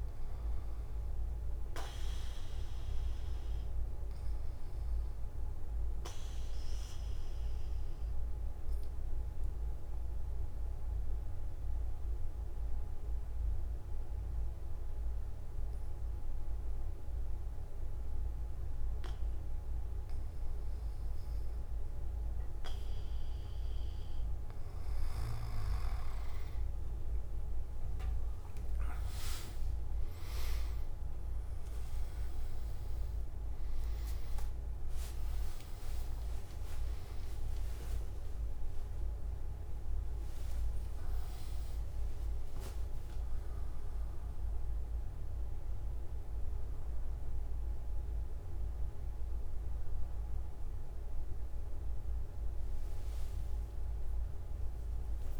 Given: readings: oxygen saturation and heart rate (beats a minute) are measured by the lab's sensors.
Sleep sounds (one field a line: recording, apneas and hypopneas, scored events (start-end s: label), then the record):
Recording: breathing in sleep, hard to hear, by a room microphone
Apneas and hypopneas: 1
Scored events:
0.00-12.50 s: oxygen desaturation (device-marked, oxygen 94% lowest)
3.00-26.00 s: mixed apnea (oxygen 99% before, 94% lowest)
32.50-53.50 s: oxygen desaturation (device-marked, oxygen 99% before, 95% lowest)
51.50-55.40 s: new sleep stage, N3 (deep sleep)
From the record:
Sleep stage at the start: N2 (light sleep)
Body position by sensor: on the back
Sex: male